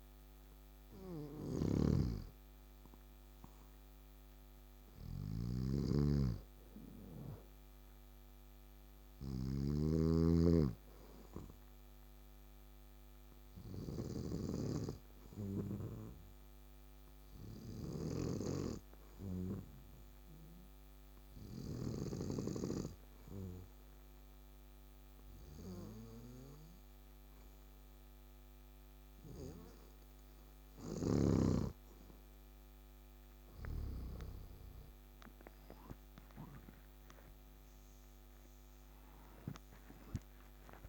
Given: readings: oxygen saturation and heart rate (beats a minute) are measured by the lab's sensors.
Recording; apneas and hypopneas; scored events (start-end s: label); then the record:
breathing in sleep by a microphone on the trachea; 1
1.00-9.50 s: snoring (device-marked)
9.50-32.00 s: obstructive apnea (oxygen 99% before, 95% lowest, heart rate 67 before, 61 extreme, up 9 after)
33.50-38.00 s: arousal
From the record:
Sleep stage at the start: N2 (light sleep); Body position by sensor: on the back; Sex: male